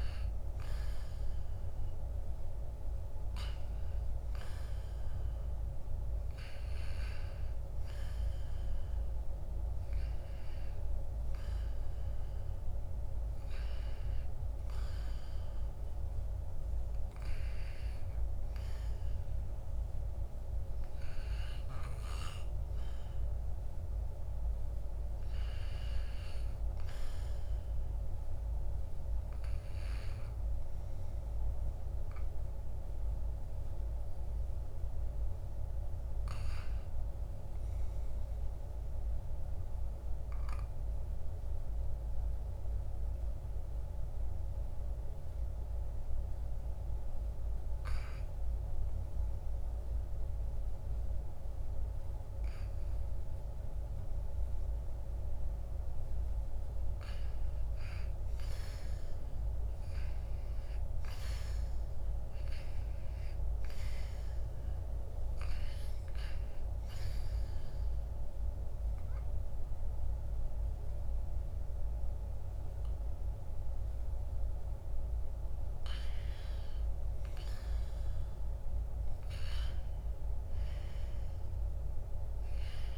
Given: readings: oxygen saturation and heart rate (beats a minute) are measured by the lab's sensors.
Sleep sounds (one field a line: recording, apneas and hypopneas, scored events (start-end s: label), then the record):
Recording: breathing in sleep, hard to hear, by a room microphone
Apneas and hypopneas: 2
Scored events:
0.00-1.00 s: arousal
38.50-57.50 s: obstructive apnea (oxygen 97% before, 92% lowest, heart rate 64 before, 65 extreme, up 1 after)
60.00-63.50 s: arousal
67.50-77.50 s: mixed apnea (oxygen 98% before, 92% lowest, heart rate 67 before, 68 extreme, up 1 after)
74.50-82.98 s: oxygen desaturation (device-marked, oxygen 96% before, 92% lowest, heart rate 67 before, 53 extreme)
81.50-82.98 s: arousal
From the record:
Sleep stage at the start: REM sleep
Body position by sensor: on the back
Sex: male